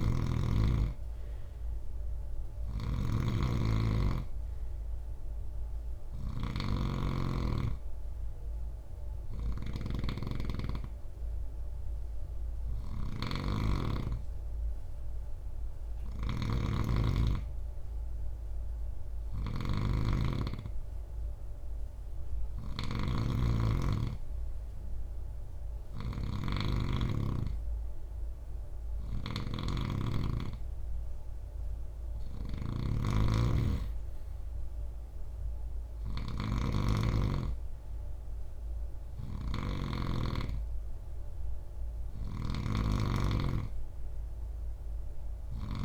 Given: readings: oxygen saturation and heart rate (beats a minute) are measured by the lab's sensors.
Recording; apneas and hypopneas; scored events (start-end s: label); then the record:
breathing in sleep by a room microphone; none
0.00-39.00 s: snoring (device-marked)
41.00-45.85 s: snoring (device-marked)
From the record:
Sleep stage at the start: N3 (deep sleep); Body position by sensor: on the right side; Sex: male